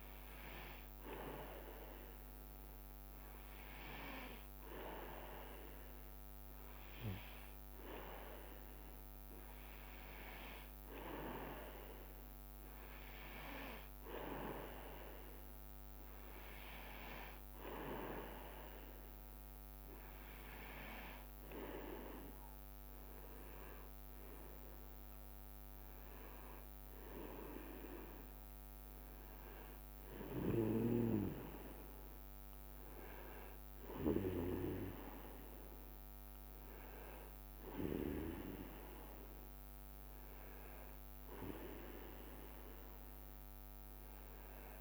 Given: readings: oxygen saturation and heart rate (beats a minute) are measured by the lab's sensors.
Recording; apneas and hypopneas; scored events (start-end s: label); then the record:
breathing in sleep by a microphone on the trachea; none
20.50-24.50 s: leg movement (device-marked)
From the record:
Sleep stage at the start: N2 (light sleep); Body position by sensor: on the back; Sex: male